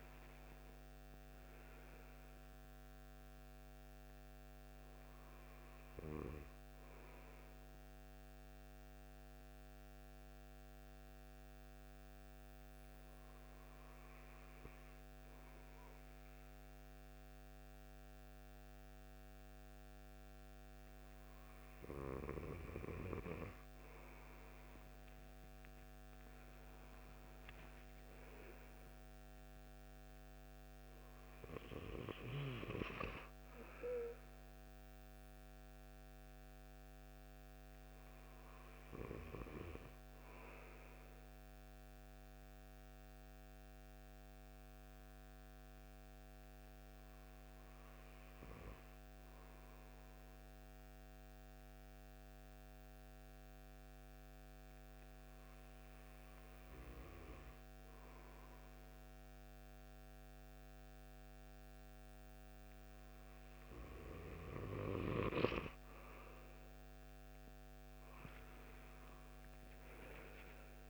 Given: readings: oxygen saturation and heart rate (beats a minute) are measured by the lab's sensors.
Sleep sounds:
breathing in sleep by a microphone on the trachea; 2
7.00-22.00 s: hypopnea (oxygen 96% before, 93% lowest)
24.00-28.50 s: arousal
43.00-65.00 s: hypopnea (oxygen 97% before, 93% lowest)
66.50-70.90 s: arousal
From the record:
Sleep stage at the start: N2 (light sleep); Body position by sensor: on the right side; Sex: male

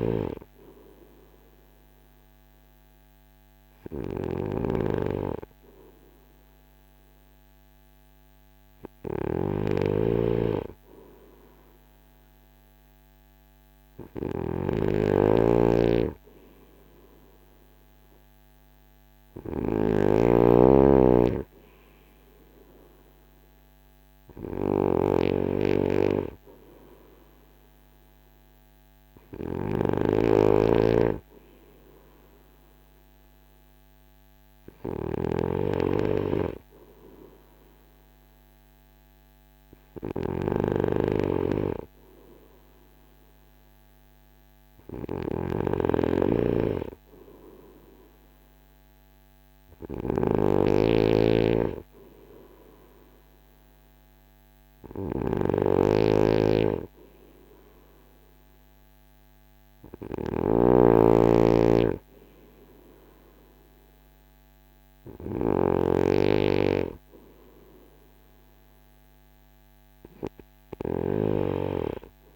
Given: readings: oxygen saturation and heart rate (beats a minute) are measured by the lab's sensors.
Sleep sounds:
breathing in sleep by a microphone on the trachea; none
0.00-72.36 s: snoring (device-marked)
From the record:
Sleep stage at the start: N2 (light sleep); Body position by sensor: on the front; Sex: male

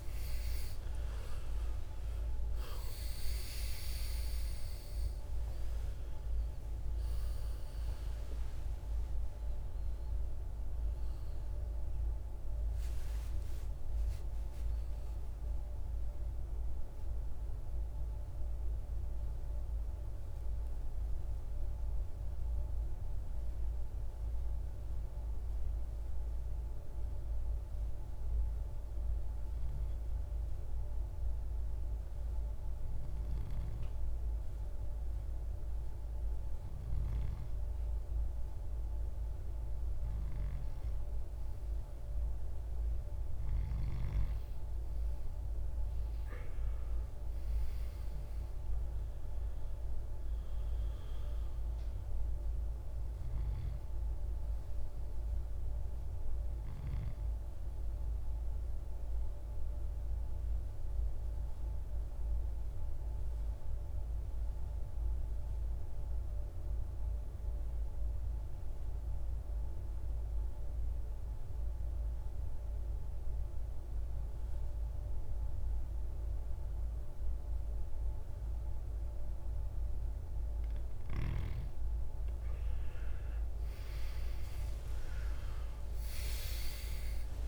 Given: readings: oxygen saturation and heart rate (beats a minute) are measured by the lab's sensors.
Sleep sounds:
breathing in sleep, hard to hear, by a room microphone; 2
0.00-3.50 s: arousal
0.00-23.50 s: oxygen desaturation (device-marked, oxygen 88% lowest, heart rate 54 extreme)
15.50-38.00 s: hypopnea (oxygen 97% before, 86% lowest, heart rate 68 before, 54 extreme, up 4 after)
38.50-42.50 s: arousal
39.50-67.50 s: oxygen desaturation (device-marked, oxygen 100% before, 92% lowest, heart rate 59 before, 54 extreme)
58.50-80.00 s: obstructive apnea (oxygen 100% before, 86% lowest, heart rate 64 before, 55 extreme, up 14 after)
79.50-87.48 s: oxygen desaturation (device-marked, oxygen 98% before, 86% lowest, heart rate 59 before, 53 extreme)
82.00-86.00 s: arousal
From the record:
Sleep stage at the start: N2 (light sleep); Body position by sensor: on the right side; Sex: male

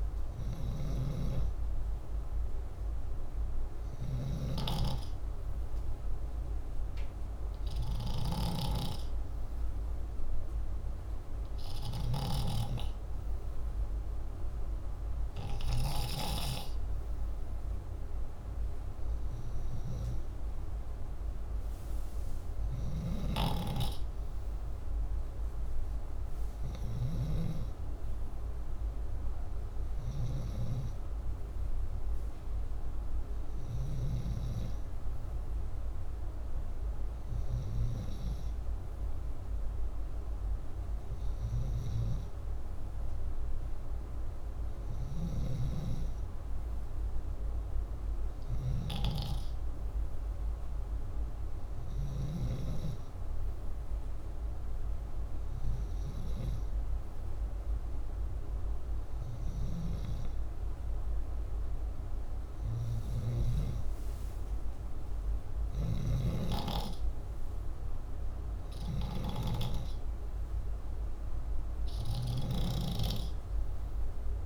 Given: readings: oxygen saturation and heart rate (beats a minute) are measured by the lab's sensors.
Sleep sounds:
breathing in sleep by a room microphone; none
0.00-16.00 s: snoring (device-marked)
22.50-33.50 s: snoring (device-marked)
44.50-52.00 s: snoring (device-marked)
62.50-74.46 s: snoring (device-marked)
From the record:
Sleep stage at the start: N2 (light sleep); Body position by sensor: upright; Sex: male

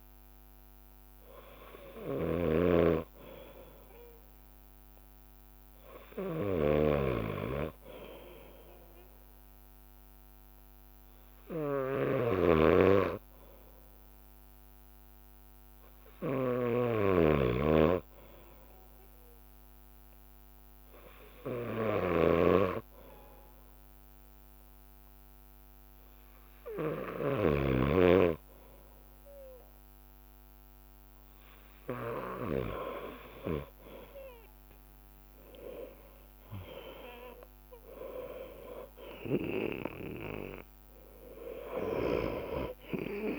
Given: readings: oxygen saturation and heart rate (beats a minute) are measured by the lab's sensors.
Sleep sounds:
breathing in sleep by a microphone on the trachea; none
2.00-17.50 s: snoring (device-marked)
2.50-4.00 s: leg movement (device-marked)
4.00-12.00 s: bradycardia (device-marked, heart rate 61 before, 59 extreme)
6.50-8.00 s: leg movement (device-marked)
13.00-27.00 s: drop in pulse transit time (device-marked, heart rate 60 before, 59 extreme)
22.00-27.00 s: bradycardia (device-marked, heart rate 61 before, 59 extreme)
34.50-37.00 s: leg movement (device-marked)
34.50-39.00 s: arousal
37.00-40.50 s: leg movement (device-marked)
41.00-43.39 s: drop in pulse transit time (device-marked, heart rate 62 before, 69 extreme)
From the record:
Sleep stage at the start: N2 (light sleep); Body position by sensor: on the left side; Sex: male

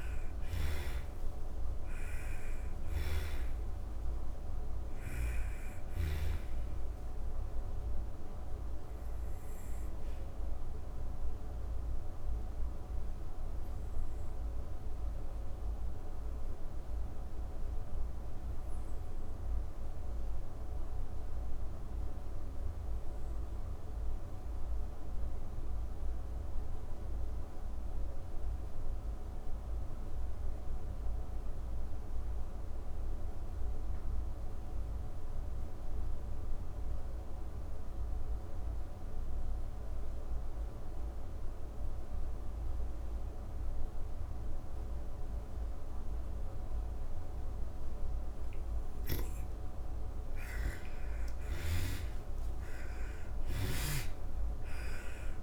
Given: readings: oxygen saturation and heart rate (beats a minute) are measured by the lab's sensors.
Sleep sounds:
breathing in sleep, hard to hear, by a room microphone; 1
0.00-22.00 s: oxygen desaturation (device-marked, oxygen 84% lowest)
1.50-5.00 s: snoring (device-marked)
6.00-47.00 s: obstructive apnea (oxygen 97% before, 79% lowest)
39.00-55.43 s: oxygen desaturation (device-marked, oxygen 99% before, 79% lowest)
48.50-54.50 s: arousal
50.00-55.43 s: snoring (device-marked)
From the record:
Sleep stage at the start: N2 (light sleep); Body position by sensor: on the back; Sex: female

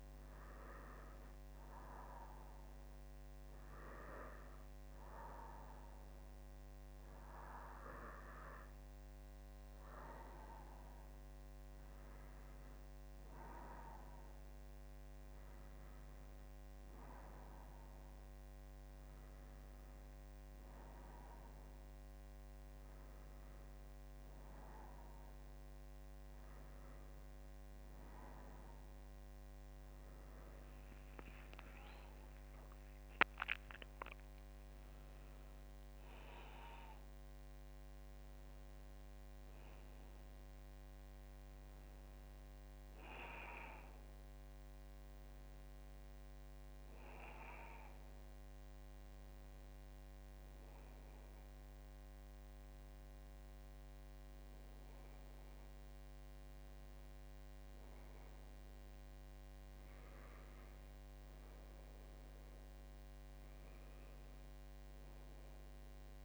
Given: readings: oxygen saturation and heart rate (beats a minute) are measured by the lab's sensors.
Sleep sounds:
breathing in sleep by a microphone on the trachea; none
30.50-34.00 s: arousal
From the record:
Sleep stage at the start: N1 (lightest sleep); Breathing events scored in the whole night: 100 in 8.2 hours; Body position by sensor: on the back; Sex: female

